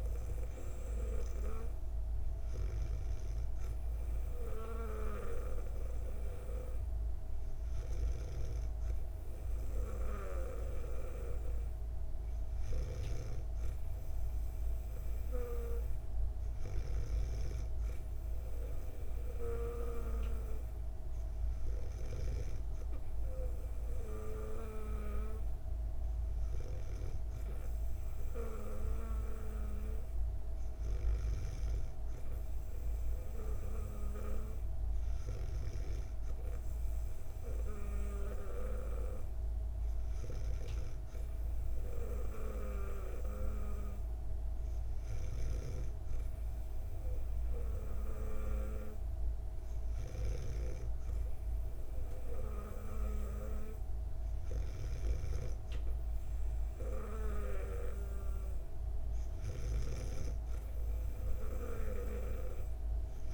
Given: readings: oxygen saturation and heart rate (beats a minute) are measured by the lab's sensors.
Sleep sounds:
breathing in sleep by a room microphone; none
12.50-22.00 s: snoring (device-marked)
59.00-63.33 s: snoring (device-marked)
From the record:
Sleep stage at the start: N2 (light sleep); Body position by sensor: on the back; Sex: female

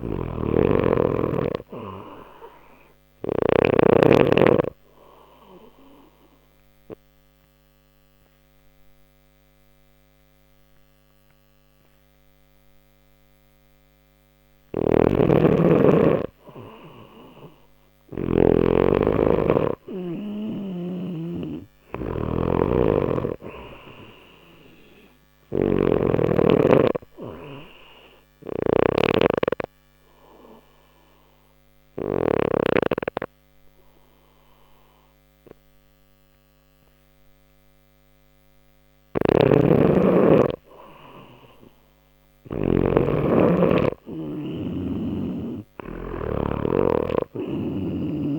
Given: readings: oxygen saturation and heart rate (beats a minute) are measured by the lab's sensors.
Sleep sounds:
breathing in sleep by a microphone on the trachea; 2
5.00-15.00 s: obstructive apnea (oxygen 94% before, 90% lowest, heart rate 60 before, 59 extreme, up 1 after)
14.50-18.00 s: snoring (device-marked)
18.00-20.50 s: arousal
25.00-32.00 s: snoring (device-marked)
29.00-39.00 s: obstructive apnea (oxygen 94% before, 91% lowest, heart rate 60 before, 59 extreme, up 1 after)
38.50-42.50 s: snoring (device-marked)
40.00-48.39 s: oxygen desaturation (device-marked, oxygen 94% before, 91% lowest, heart rate 60 before, 59 extreme)
41.00-46.00 s: arousal
From the record:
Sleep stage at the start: N2 (light sleep); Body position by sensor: on the back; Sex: male

